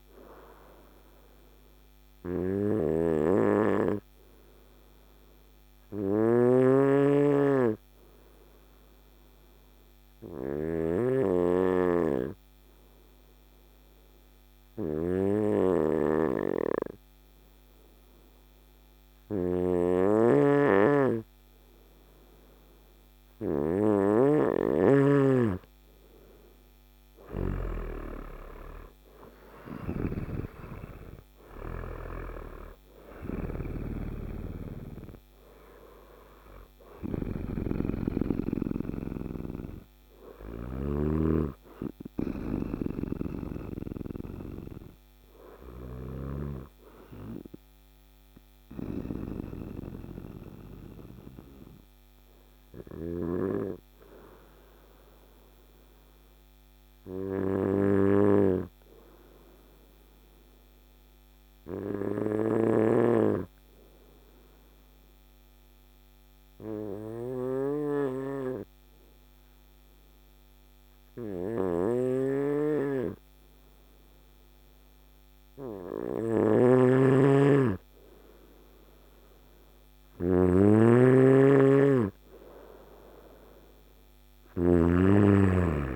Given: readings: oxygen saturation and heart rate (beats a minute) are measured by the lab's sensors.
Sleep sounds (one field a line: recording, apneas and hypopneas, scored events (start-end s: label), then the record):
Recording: breathing in sleep by a microphone on the trachea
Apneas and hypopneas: 2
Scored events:
0.00-11.50 s: oxygen desaturation (device-marked, oxygen 94% lowest, heart rate 55 extreme)
4.50-23.00 s: obstructive apnea (oxygen 99% before, 93% lowest, heart rate 58 before, 55 extreme, up 8 after)
19.50-24.50 s: snoring (device-marked)
26.50-31.00 s: arousal
29.00-40.00 s: snoring (device-marked)
47.50-75.00 s: obstructive apnea (oxygen 96% before, 93% lowest, heart rate 64 before, 55 extreme, up 1 after)
75.50-84.00 s: snoring (device-marked)
76.50-85.96 s: oxygen desaturation (device-marked, oxygen 99% before, 95% lowest, heart rate 57 before, 56 extreme)
From the record:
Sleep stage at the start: N2 (light sleep)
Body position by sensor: on the front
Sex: male